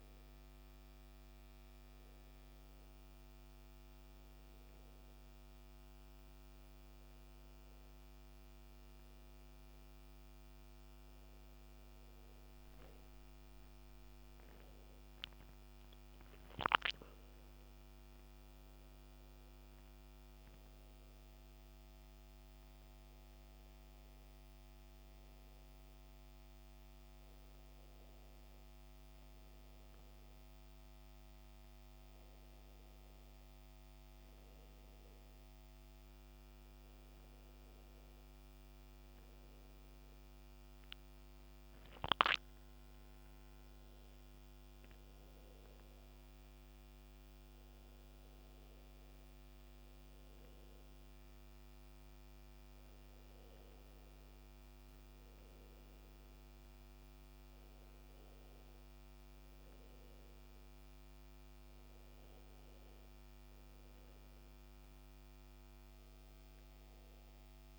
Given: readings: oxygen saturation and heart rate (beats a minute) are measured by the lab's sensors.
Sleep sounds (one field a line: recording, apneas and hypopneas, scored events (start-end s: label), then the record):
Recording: breathing in sleep, hard to hear, by a microphone on the trachea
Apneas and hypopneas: none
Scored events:
none scored
From the record:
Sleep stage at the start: N2 (light sleep)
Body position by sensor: on the back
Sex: male